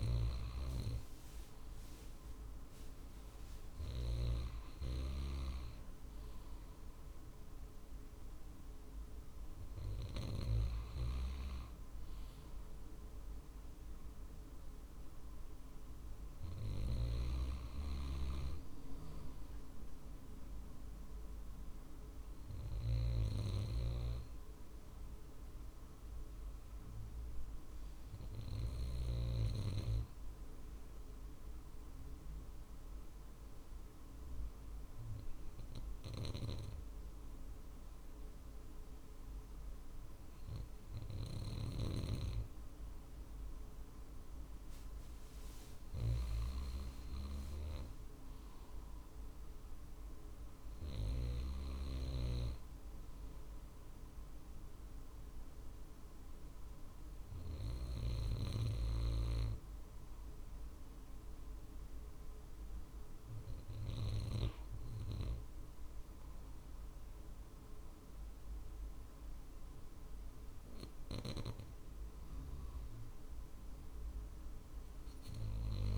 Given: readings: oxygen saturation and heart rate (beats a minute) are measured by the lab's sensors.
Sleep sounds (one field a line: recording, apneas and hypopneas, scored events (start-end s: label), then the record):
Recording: breathing in sleep by a room microphone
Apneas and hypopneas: 1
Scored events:
21.50-25.00 s: arousal
29.00-42.50 s: obstructive apnea (oxygen 95% before, 94% lowest, heart rate 50 before, 49 extreme, up 3 after)
45.50-63.50 s: drop in pulse transit time (device-marked, heart rate 49 before, 49 extreme)
46.50-50.00 s: arousal
From the record:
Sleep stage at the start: N2 (light sleep)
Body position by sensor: on the right side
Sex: male